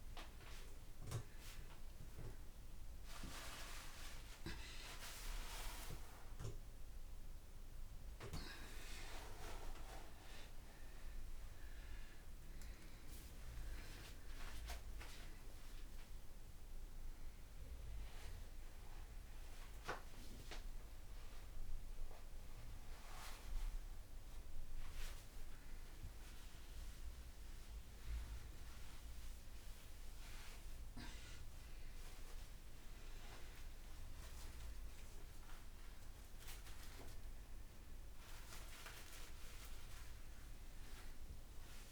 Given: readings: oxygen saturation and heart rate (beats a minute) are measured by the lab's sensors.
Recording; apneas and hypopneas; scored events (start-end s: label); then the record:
a person awake in a sleep study, by a room microphone; none
none scored
From the record:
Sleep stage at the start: awake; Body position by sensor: upright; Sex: female